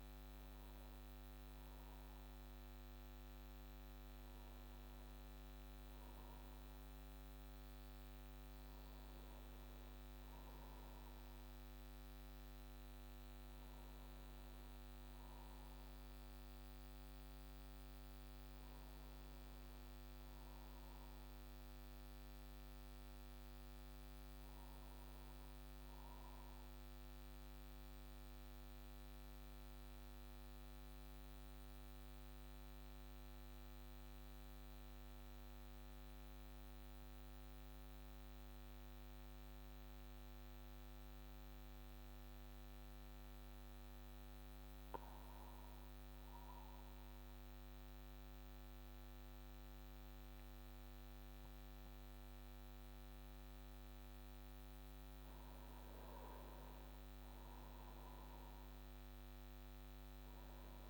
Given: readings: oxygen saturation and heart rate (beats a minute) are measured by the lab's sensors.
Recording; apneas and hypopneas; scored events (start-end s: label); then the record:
breathing in sleep, hard to hear, by a microphone on the trachea; 1
0.00-1.50 s: arousal
28.50-53.50 s: mixed apnea (oxygen 96% before, 94% lowest)
55.50-60.90 s: arousal
From the record:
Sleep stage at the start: N1 (lightest sleep); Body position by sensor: on the back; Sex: male